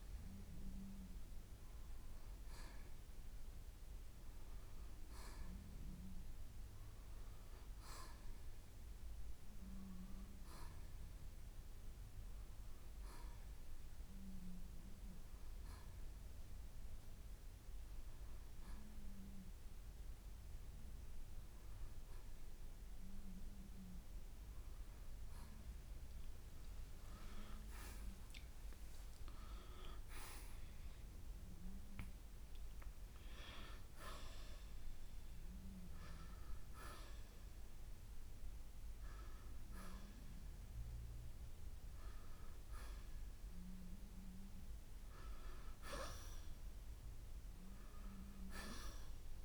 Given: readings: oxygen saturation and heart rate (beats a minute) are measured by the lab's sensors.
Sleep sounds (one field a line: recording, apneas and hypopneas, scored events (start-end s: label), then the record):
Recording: breathing in sleep by a room microphone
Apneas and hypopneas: none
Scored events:
12.00-26.00 s: oxygen desaturation (device-marked, oxygen 92% before, 89% lowest, heart rate 71 before, 66 extreme)
28.00-32.00 s: arousal
43.00-49.45 s: new sleep stage, N2 (light sleep)
From the record:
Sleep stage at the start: N1 (lightest sleep)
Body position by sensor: on the right side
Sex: male